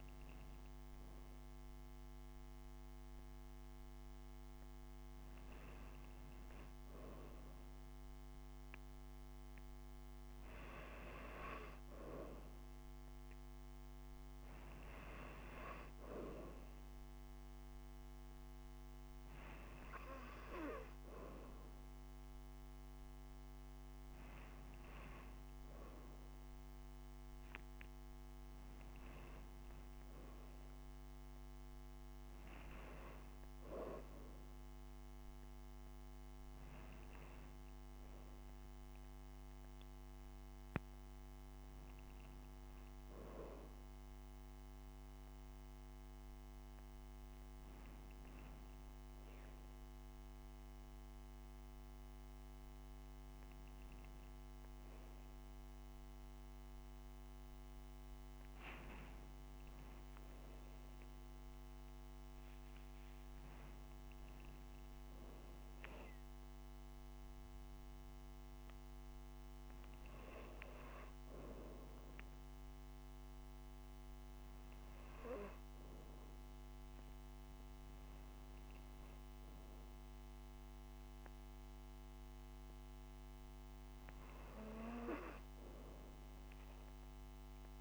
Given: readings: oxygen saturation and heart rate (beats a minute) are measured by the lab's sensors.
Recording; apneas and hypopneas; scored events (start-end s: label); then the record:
breathing in sleep by a microphone on the trachea; none
none scored
From the record:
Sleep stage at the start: N2 (light sleep); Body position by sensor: on the right side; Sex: female